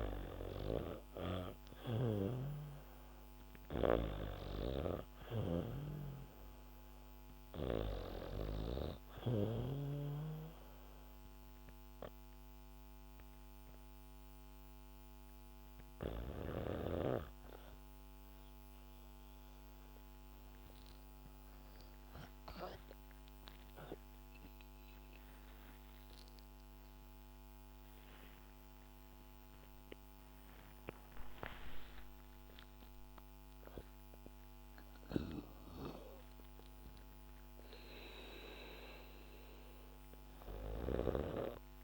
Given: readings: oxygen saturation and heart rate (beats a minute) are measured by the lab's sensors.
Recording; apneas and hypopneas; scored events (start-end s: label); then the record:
breathing in sleep by a microphone on the trachea; 1
0.00-22.00 s: oxygen desaturation (device-marked, oxygen 97% before, 93% lowest, heart rate 71 before, 70 extreme)
3.00-8.00 s: snoring (device-marked)
6.00-41.84 s: new sleep stage, N2 (light sleep)
9.50-19.50 s: hypopnea (oxygen 97% before, 93% lowest, heart rate 69 before, 73 extreme, up 24 after)
26.00-30.50 s: arousal
40.00-41.84 s: snoring (device-marked)
From the record:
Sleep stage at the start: REM sleep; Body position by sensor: on the back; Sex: female